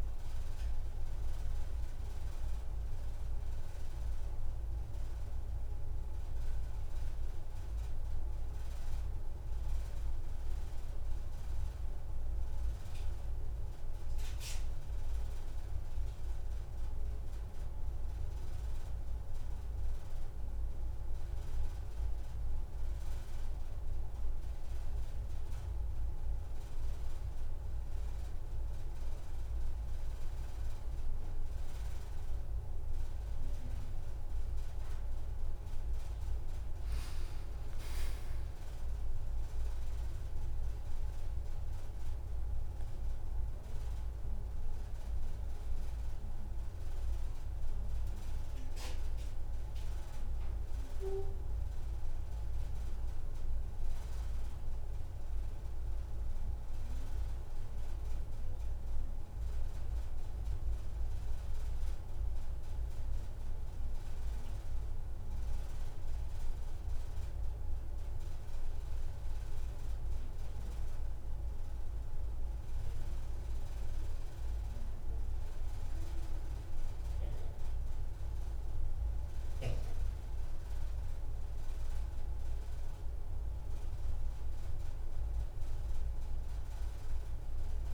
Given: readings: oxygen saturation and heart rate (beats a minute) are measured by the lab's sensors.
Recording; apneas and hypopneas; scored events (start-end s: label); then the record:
a person partly awake in a sleep study, hard to hear, by a room microphone; none
28.00-30.00 s: long interval between heartbeats (device-marked)
31.50-33.50 s: long interval between heartbeats (device-marked)
35.00-87.94 s: new sleep stage, N1 (lightest sleep)
41.00-43.00 s: long interval between heartbeats (device-marked)
43.50-45.50 s: long interval between heartbeats (device-marked)
50.50-52.50 s: long interval between heartbeats (device-marked, heart rate 34 before, 60 extreme)
52.50-54.50 s: long interval between heartbeats (device-marked, heart rate 39 before, 90 extreme)
55.50-57.50 s: long interval between heartbeats (device-marked, heart rate 53 before, 121 extreme)
59.50-61.50 s: long interval between heartbeats (device-marked, heart rate 70 before, 89 extreme)
64.00-66.00 s: long interval between heartbeats (device-marked, heart rate 81 before, 81 extreme)
66.50-68.50 s: long interval between heartbeats (device-marked, heart rate 86 before, 113 extreme)
81.50-83.50 s: long interval between heartbeats (device-marked)
84.00-86.00 s: long interval between heartbeats (device-marked, heart rate 98 before, 31 extreme)
From the record:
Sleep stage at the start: awake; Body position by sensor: on the back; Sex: female